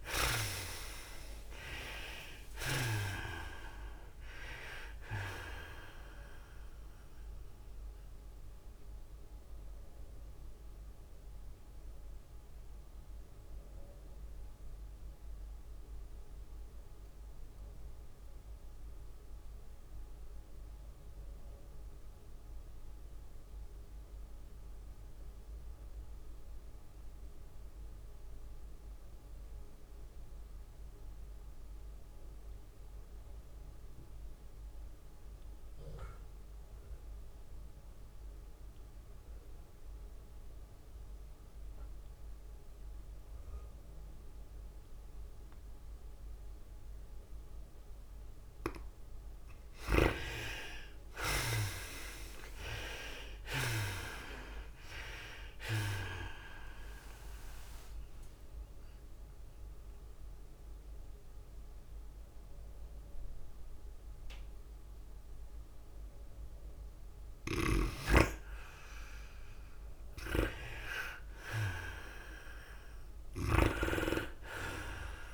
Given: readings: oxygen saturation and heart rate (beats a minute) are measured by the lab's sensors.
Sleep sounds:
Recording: breathing in sleep by a room microphone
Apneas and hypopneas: 2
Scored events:
0.00-19.00 s: oxygen desaturation (device-marked, oxygen 61% lowest, heart rate 96 extreme)
0.00-42.00 s: tachycardia (device-marked, heart rate 116 extreme)
2.00-16.00 s: drop in pulse transit time (device-marked, heart rate 100 before, 103 extreme)
7.00-49.00 s: mixed apnea (oxygen 83% before, 58% lowest, heart rate 102 before, 100 extreme, up 11 after)
21.00-69.00 s: oxygen desaturation (device-marked, oxygen 99% before, 58% lowest, heart rate 112 before, 100 extreme)
48.00-75.33 s: tachycardia (device-marked, heart rate 105 before, 117 extreme)
51.50-55.00 s: arousal
53.00-66.00 s: drop in pulse transit time (device-marked, heart rate 102 before, 105 extreme)
57.50-67.50 s: central apnea (oxygen 89% before, 58% lowest, heart rate 103 before, 106 extreme)
68.00-74.50 s: snoring (device-marked)
69.50-74.50 s: arousal
71.00-75.33 s: oxygen desaturation (device-marked, oxygen 99% before, 81% lowest, heart rate 113 before, 95 extreme)
From the record:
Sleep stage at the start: REM sleep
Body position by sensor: on the back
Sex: female

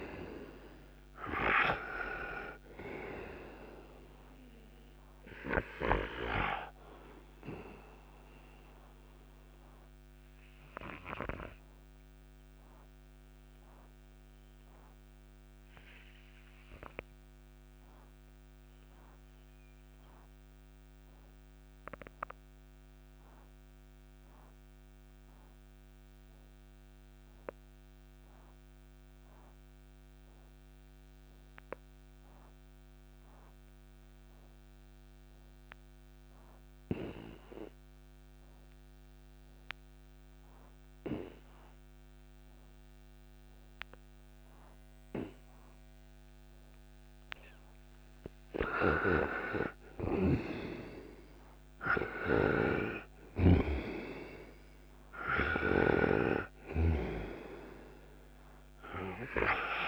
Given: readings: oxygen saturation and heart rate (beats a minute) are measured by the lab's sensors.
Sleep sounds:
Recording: breathing in sleep by a microphone on the trachea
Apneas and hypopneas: 1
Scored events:
0.00-25.00 s: oxygen desaturation (device-marked, oxygen 86% lowest, heart rate 57 extreme)
8.00-48.00 s: obstructive apnea (oxygen 99% before, 82% lowest, heart rate 67 before, 57 extreme, up 43 after)
40.00-59.88 s: oxygen desaturation (device-marked, oxygen 98% before, 82% lowest, heart rate 61 before, 57 extreme)
48.50-59.88 s: snoring (device-marked)
49.00-53.50 s: arousal
From the record:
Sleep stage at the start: N2 (light sleep)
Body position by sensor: on the right side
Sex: male

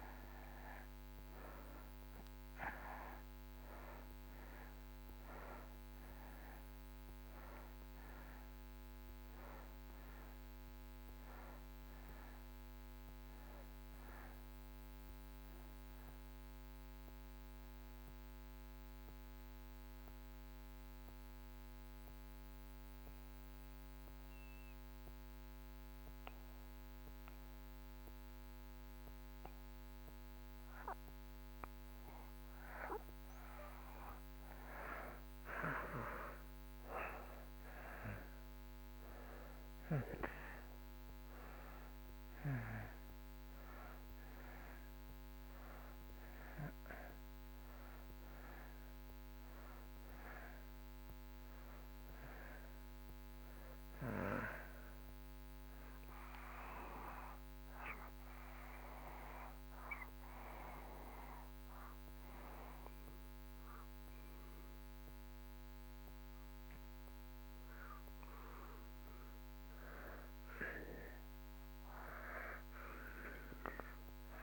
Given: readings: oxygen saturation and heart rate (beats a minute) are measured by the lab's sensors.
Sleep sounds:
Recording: breathing in sleep by a microphone on the trachea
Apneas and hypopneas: 2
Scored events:
0.00-22.50 s: oxygen desaturation (device-marked, oxygen 83% lowest)
17.50-32.50 s: mixed apnea (oxygen 94% before, 86% lowest)
35.00-39.00 s: arousal
44.50-63.50 s: oxygen desaturation (device-marked, oxygen 96% before, 86% lowest)
58.50-69.50 s: obstructive apnea (oxygen 96% before, 86% lowest)
72.00-74.43 s: arousal
From the record:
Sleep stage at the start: N2 (light sleep)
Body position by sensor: on the back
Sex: male

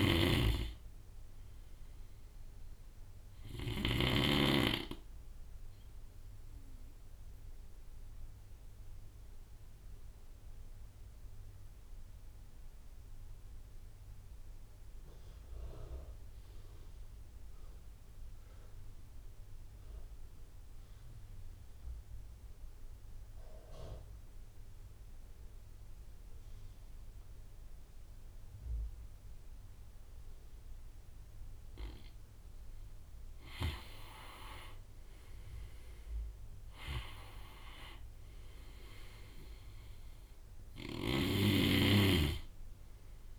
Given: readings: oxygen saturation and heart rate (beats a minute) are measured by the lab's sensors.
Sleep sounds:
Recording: breathing in sleep by a room microphone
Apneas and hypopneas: 1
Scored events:
0.00-3.00 s: snoring (device-marked)
5.00-31.00 s: obstructive apnea (oxygen 99% before, 85% lowest)
32.50-35.50 s: arousal
34.50-43.39 s: oxygen desaturation (device-marked, oxygen 96% before, 86% lowest)
40.00-43.39 s: snoring (device-marked)
From the record:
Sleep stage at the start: N2 (light sleep)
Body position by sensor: on the right side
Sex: male

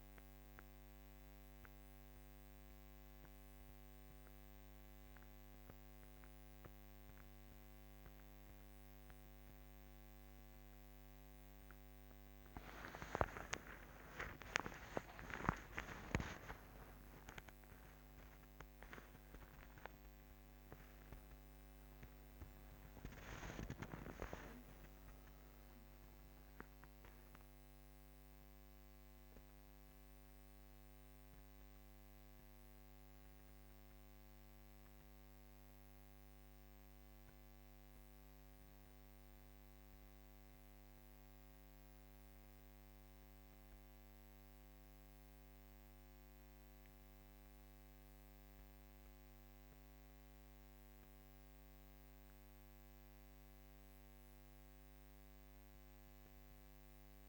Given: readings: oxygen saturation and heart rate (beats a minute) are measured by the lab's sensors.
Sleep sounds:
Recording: breathing in sleep by a microphone on the trachea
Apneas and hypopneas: none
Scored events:
13.50-18.00 s: arousal
From the record:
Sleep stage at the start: N1 (lightest sleep)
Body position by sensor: on the back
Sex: female

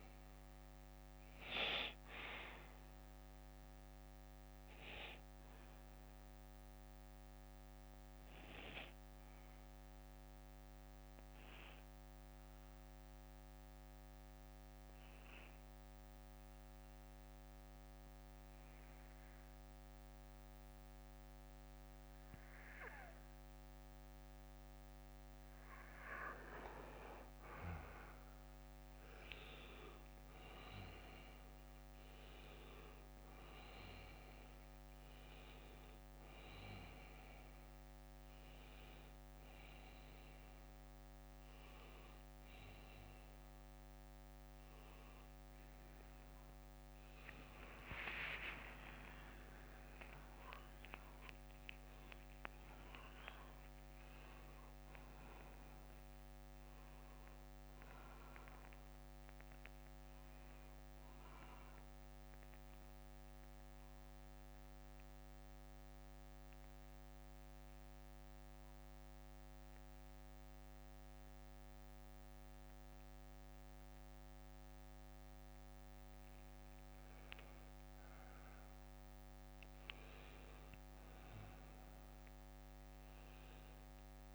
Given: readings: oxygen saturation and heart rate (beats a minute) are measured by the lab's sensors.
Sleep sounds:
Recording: breathing in sleep by a microphone on the trachea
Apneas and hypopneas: 2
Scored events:
2.00-27.00 s: bradycardia (device-marked, heart rate 60 before, 55 extreme)
6.00-25.50 s: central apnea (oxygen 97% before, 93% lowest, heart rate 64 before, 55 extreme, up 12 after)
16.00-27.00 s: oxygen desaturation (device-marked, oxygen 96% before, 93% lowest, heart rate 61 before, 55 extreme)
37.00-53.00 s: oxygen desaturation (device-marked, oxygen 98% before, 93% lowest, heart rate 60 before, 55 extreme)
48.50-54.50 s: arousal
62.00-79.00 s: mixed apnea (oxygen 96% before, 93% lowest, heart rate 69 before, 57 extreme, up 14 after)
63.00-69.00 s: bradycardia (device-marked, heart rate 60 before, 55 extreme)
From the record:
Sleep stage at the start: N2 (light sleep)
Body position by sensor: on the back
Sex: male

